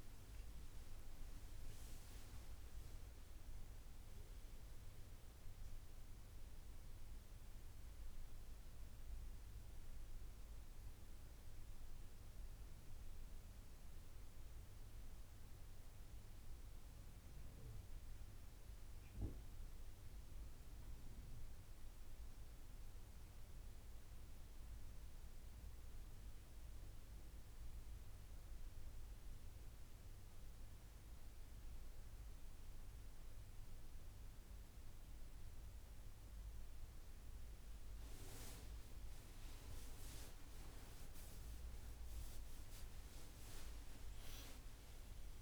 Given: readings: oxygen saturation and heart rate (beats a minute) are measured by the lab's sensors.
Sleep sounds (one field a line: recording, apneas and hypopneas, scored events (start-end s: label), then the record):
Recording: breathing in sleep, hard to hear, by a room microphone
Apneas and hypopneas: none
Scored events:
0.00-2.00 s: arousal
3.50-20.50 s: oxygen desaturation (device-marked, oxygen 97% before, 93% lowest, heart rate 78 before, 72 extreme)
39.50-44.00 s: arousal
From the record:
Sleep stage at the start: N2 (light sleep)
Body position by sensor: on the right side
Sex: male